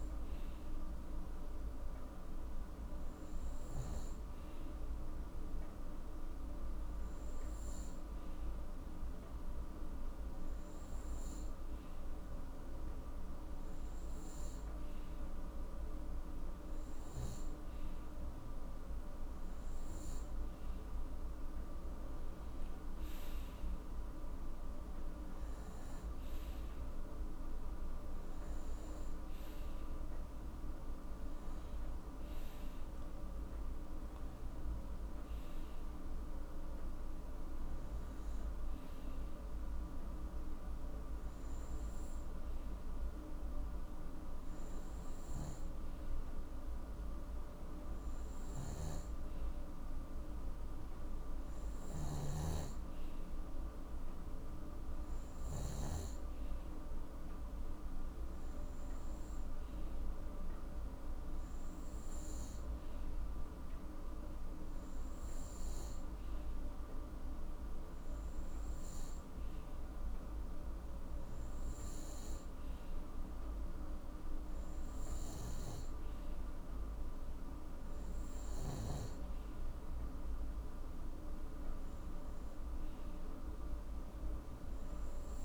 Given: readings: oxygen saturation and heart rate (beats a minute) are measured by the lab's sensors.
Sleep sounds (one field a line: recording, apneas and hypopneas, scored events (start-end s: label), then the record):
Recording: breathing in sleep, hard to hear, by a room microphone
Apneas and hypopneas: none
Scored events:
51.50-55.50 s: snoring (device-marked)
From the record:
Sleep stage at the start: N2 (light sleep)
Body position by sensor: on the right side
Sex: male